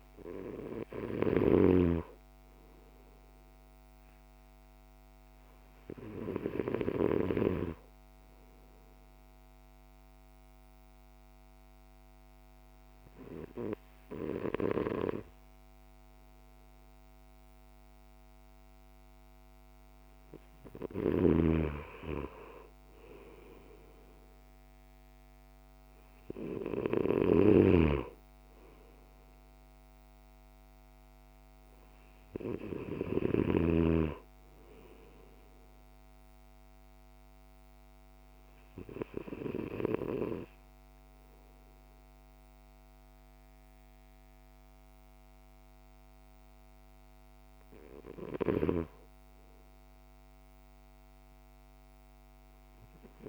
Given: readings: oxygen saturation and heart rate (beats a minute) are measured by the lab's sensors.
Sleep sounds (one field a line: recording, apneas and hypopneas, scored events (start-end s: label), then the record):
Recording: breathing in sleep by a microphone on the trachea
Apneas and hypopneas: 2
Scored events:
9.00-21.50 s: obstructive apnea (oxygen 98% before, 94% lowest, heart rate 58 before, 53 extreme, up 8 after)
23.50-26.00 s: arousal
27.50-33.50 s: snoring (device-marked)
36.00-47.50 s: obstructive apnea (oxygen 96% before, 94% lowest, heart rate 57 before, 53 extreme, up 3 after)
49.50-52.50 s: arousal
From the record:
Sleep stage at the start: N2 (light sleep)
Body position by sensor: on the back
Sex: male